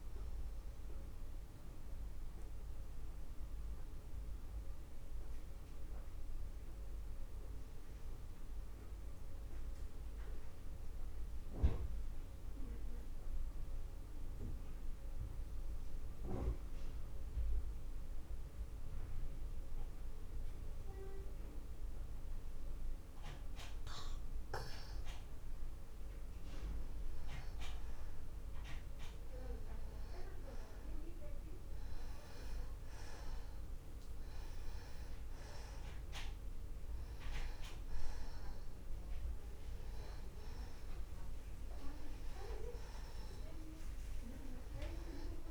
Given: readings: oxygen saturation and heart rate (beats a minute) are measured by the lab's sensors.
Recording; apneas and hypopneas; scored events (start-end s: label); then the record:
breathing in sleep by a room microphone; 1
0.00-11.50 s: oxygen desaturation (device-marked, oxygen 87% lowest, heart rate 40 extreme)
1.50-25.00 s: mixed apnea (oxygen 96% before, 87% lowest)
27.50-31.50 s: arousal
34.50-45.50 s: oxygen desaturation (device-marked, oxygen 97% before, 87% lowest)
From the record:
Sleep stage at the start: N2 (light sleep); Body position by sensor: on the back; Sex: male